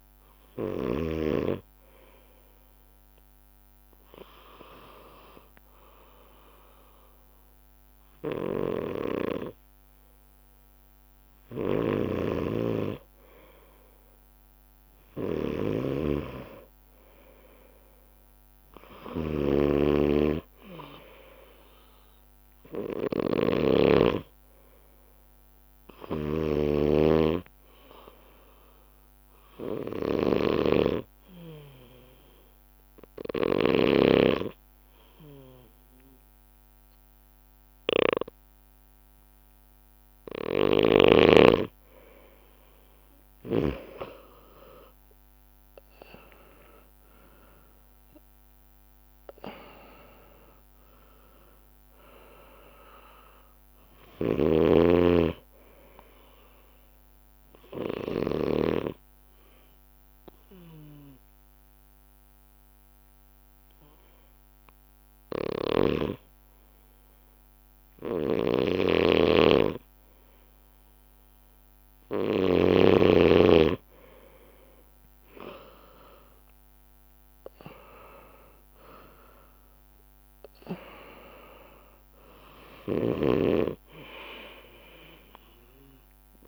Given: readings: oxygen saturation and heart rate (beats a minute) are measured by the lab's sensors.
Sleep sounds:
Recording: breathing in sleep by a microphone on the trachea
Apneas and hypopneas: 3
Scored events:
0.00-1.00 s: snoring (device-marked)
0.00-19.50 s: bradycardia (device-marked)
1.50-13.00 s: hypopnea (oxygen 97% before, 92% lowest)
8.50-44.00 s: snoring (device-marked)
17.00-22.00 s: arousal
21.50-31.50 s: bradycardia (device-marked)
29.00-41.50 s: hypopnea (oxygen 97% before, 92% lowest)
44.50-49.00 s: arousal
44.50-49.50 s: bradycardia (device-marked)
47.50-70.50 s: oxygen desaturation (device-marked, oxygen 96% before, 92% lowest)
54.00-58.50 s: snoring (device-marked)
59.50-72.00 s: hypopnea (oxygen 96% before, 92% lowest)
68.00-72.50 s: snoring (device-marked)
69.50-73.50 s: bradycardia (device-marked)
75.00-80.50 s: arousal
80.50-86.48 s: oxygen desaturation (device-marked, oxygen 99% before, 94% lowest)
83.00-86.48 s: snoring (device-marked)
From the record:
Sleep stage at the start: N2 (light sleep)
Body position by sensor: on the back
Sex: male

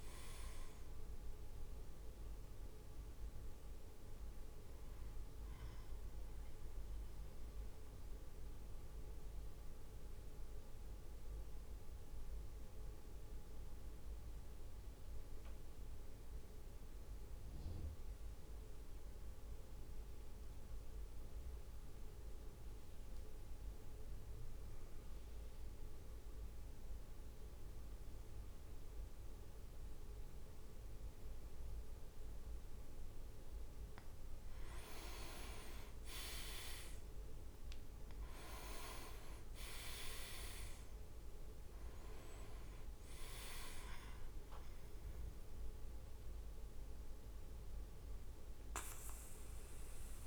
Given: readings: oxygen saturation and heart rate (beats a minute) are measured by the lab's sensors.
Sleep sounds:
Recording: breathing in sleep by a room microphone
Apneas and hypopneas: 1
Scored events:
0.00-5.00 s: drop in pulse transit time (device-marked, heart rate 56 before, 56 extreme)
0.00-6.00 s: oxygen desaturation (device-marked, oxygen 100% before, 95% lowest, heart rate 55 before, 53 extreme)
8.50-34.00 s: mixed apnea (oxygen 100% before, 94% lowest, heart rate 59 before, 52 extreme, up 6 after)
32.00-48.00 s: oxygen desaturation (device-marked, oxygen 100% before, 95% lowest, heart rate 56 before, 51 extreme)
34.00-36.00 s: leg movement (device-marked)
36.00-47.00 s: drop in pulse transit time (device-marked, heart rate 56 before, 56 extreme)
36.50-41.50 s: arousal
From the record:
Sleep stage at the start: N2 (light sleep)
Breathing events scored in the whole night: 399 in 4.6 hours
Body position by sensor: on the back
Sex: male

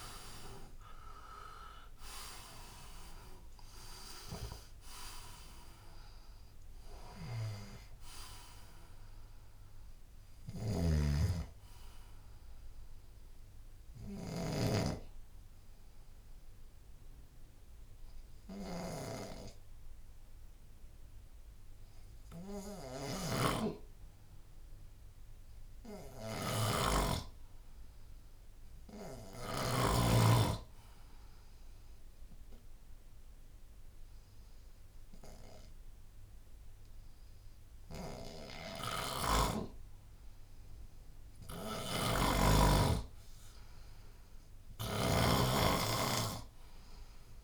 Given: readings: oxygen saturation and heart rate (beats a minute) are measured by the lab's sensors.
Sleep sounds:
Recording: breathing in sleep by a room microphone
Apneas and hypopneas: 1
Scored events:
0.00-23.00 s: oxygen desaturation (device-marked, oxygen 95% before, 89% lowest, heart rate 74 before, 69 extreme)
10.50-14.50 s: snoring (device-marked)
13.00-23.50 s: obstructive apnea (oxygen 95% before, 89% lowest, heart rate 79 before, 67 extreme, up 9 after)
23.00-30.00 s: snoring (device-marked)
25.50-29.50 s: arousal
39.00-47.44 s: oxygen desaturation (device-marked, oxygen 98% before, 91% lowest, heart rate 78 before, 67 extreme)
41.50-47.44 s: snoring (device-marked)
From the record:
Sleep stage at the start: N2 (light sleep)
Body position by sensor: on the left side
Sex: male

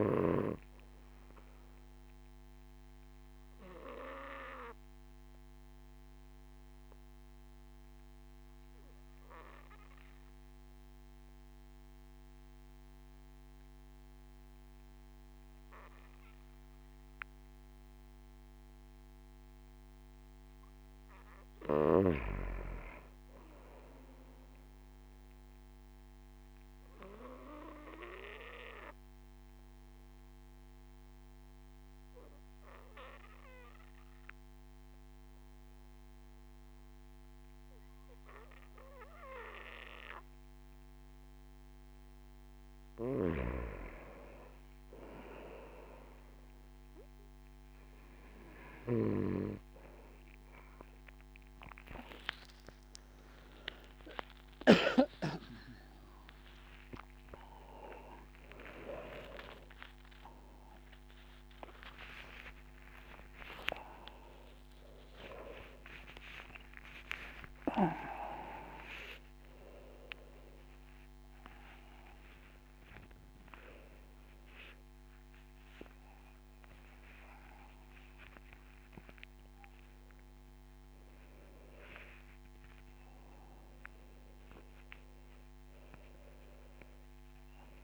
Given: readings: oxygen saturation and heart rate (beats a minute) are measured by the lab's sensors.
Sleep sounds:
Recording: a person partly awake in a sleep study, by a microphone on the trachea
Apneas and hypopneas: 2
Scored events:
0.00-15.50 s: oxygen desaturation (device-marked, oxygen 93% lowest)
2.50-19.50 s: obstructive apnea (oxygen 97% before, 92% lowest)
21.00-24.00 s: arousal
27.50-42.50 s: obstructive apnea (oxygen 98% before, 92% lowest)
47.50-64.50 s: oxygen desaturation (device-marked, oxygen 97% before, 92% lowest)
62.50-87.84 s: new sleep stage, awake
From the record:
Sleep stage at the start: N2 (light sleep)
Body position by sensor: on the back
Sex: male

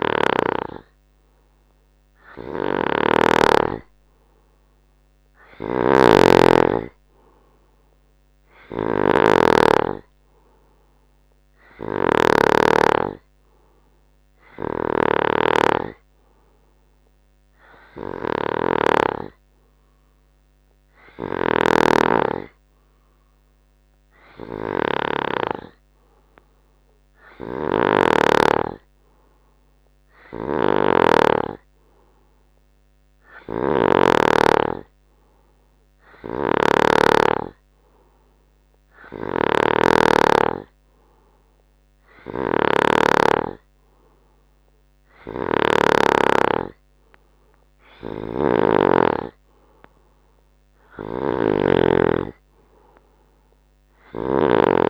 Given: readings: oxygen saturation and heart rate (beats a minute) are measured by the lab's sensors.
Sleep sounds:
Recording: breathing in sleep by a microphone on the trachea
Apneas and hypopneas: none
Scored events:
0.00-25.50 s: snoring (device-marked)
27.50-31.50 s: snoring (device-marked)
33.50-49.00 s: snoring (device-marked)
51.00-54.90 s: snoring (device-marked)
From the record:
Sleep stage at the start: N2 (light sleep)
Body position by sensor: on the right side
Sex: male

